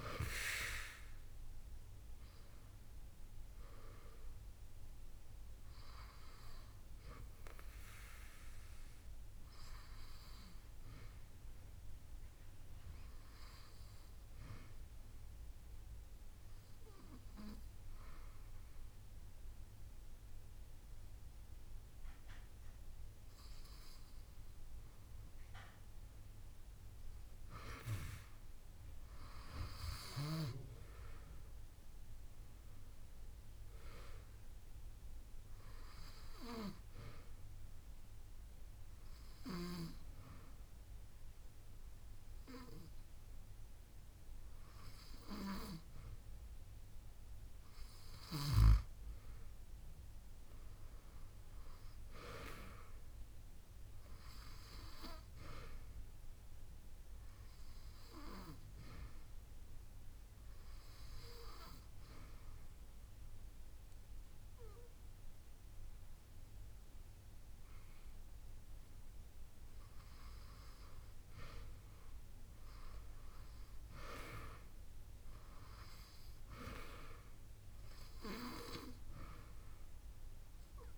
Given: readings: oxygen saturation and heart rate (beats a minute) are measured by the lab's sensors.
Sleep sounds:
breathing in sleep by a room microphone; 3
3.00-17.00 s: oxygen desaturation (device-marked, oxygen 95% before, 92% lowest)
11.00-23.50 s: obstructive apnea (oxygen 96% before, 90% lowest)
25.50-29.00 s: arousal
29.00-49.00 s: oxygen desaturation (device-marked, oxygen 96% before, 90% lowest)
35.50-47.50 s: hypopnea (oxygen 96% before, 90% lowest)
49.50-54.00 s: arousal
54.00-66.00 s: oxygen desaturation (device-marked, oxygen 96% before, 93% lowest)
59.50-69.50 s: obstructive apnea (oxygen 96% before, 90% lowest)
76.00-80.98 s: oxygen desaturation (device-marked, oxygen 95% before, 90% lowest)
From the record:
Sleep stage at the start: N2 (light sleep); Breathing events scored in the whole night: 138 in 5.5 hours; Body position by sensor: on the back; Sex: female

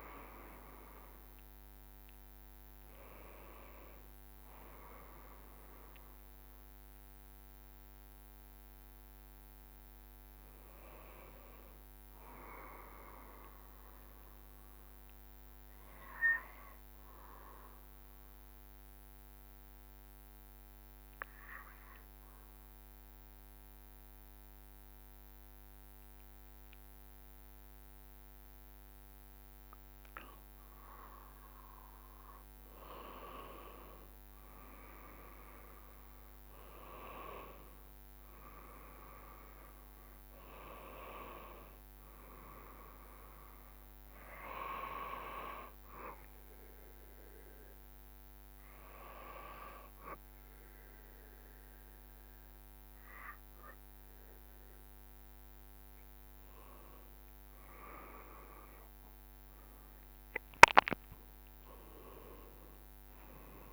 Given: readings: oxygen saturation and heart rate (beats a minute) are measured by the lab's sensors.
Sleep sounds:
breathing in sleep by a microphone on the trachea; 2
8.50-11.50 s: arousal
14.50-31.00 s: obstructive apnea (oxygen 98% before, 94% lowest, heart rate 76 before, 70 extreme, up 3 after)
33.00-37.00 s: arousal
45.50-57.00 s: hypopnea (oxygen 97% before, 94% lowest, heart rate 72 before, 71 extreme, up 8 after)
59.00-63.00 s: arousal
From the record:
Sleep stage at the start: N2 (light sleep); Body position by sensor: on the back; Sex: male

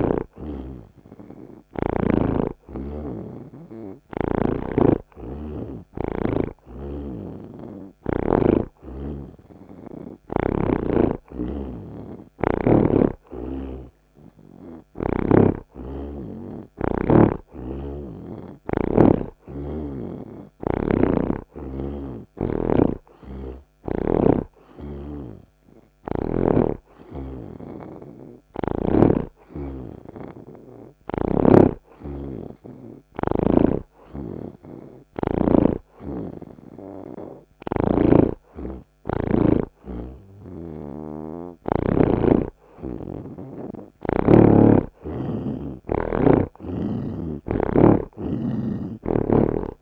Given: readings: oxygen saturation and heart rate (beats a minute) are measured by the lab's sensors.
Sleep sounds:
breathing in sleep by a microphone on the trachea; none
5.00-8.50 s: snoring (device-marked)
7.50-13.50 s: oxygen desaturation (device-marked, oxygen 85% before, 79% lowest)
20.50-24.50 s: snoring (device-marked)
31.50-35.50 s: snoring (device-marked)
40.00-43.50 s: snoring (device-marked)
48.50-49.82 s: oxygen desaturation (device-marked, oxygen 83% before, 80% lowest)
From the record:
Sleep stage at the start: N3 (deep sleep); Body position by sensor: on the right side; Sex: male

